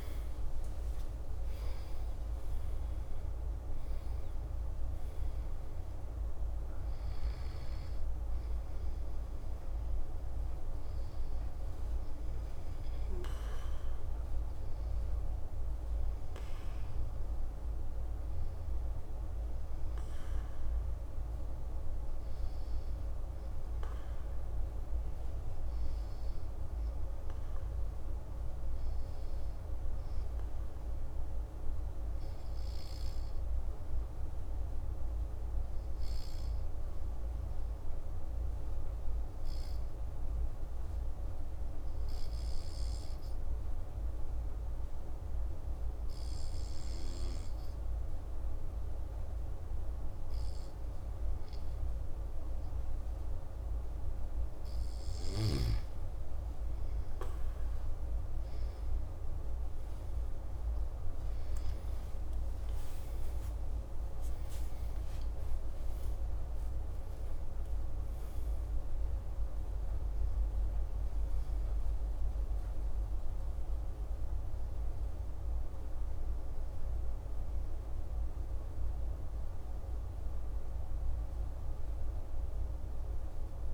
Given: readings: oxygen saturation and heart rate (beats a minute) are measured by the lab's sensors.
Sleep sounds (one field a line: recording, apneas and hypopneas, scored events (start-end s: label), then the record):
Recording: breathing in sleep, hard to hear, by a room microphone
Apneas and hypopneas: 1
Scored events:
0.00-2.50 s: arousal
0.00-10.00 s: oxygen desaturation (device-marked, oxygen 93% lowest)
18.00-31.00 s: oxygen desaturation (device-marked, oxygen 95% before, 92% lowest)
38.50-54.00 s: obstructive apnea (oxygen 98% before, 95% lowest)
61.00-66.00 s: arousal
From the record:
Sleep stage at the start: N2 (light sleep)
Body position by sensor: on the back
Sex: male